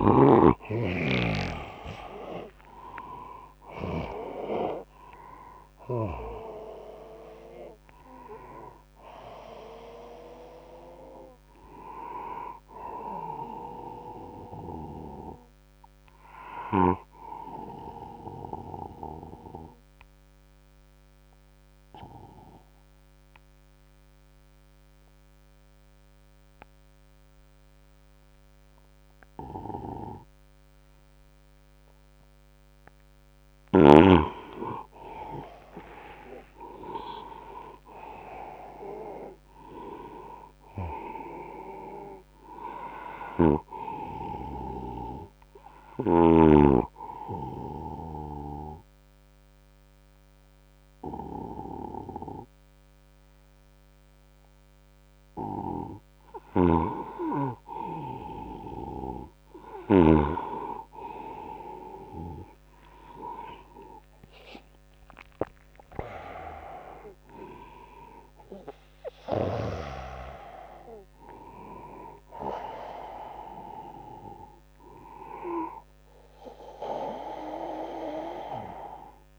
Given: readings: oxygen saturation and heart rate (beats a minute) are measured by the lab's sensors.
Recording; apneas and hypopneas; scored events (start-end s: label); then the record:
breathing in sleep by a microphone on the trachea; 1
0.00-16.50 s: oxygen desaturation (device-marked, oxygen 91% lowest, heart rate 69 extreme)
1.00-5.00 s: arousal
17.00-33.50 s: obstructive apnea (oxygen 98% before, 91% lowest, heart rate 77 before, 69 extreme, up 21 after)
35.00-38.50 s: arousal
37.50-58.50 s: oxygen desaturation (device-marked, oxygen 99% before, 94% lowest, heart rate 77 before, 74 extreme)
38.50-68.50 s: new sleep stage, N1 (lightest sleep)
56.00-60.00 s: snoring (device-marked)
62.00-65.50 s: arousal
68.50-79.38 s: new sleep stage, N2 (light sleep)
From the record:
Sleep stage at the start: N2 (light sleep); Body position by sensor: on the right side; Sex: male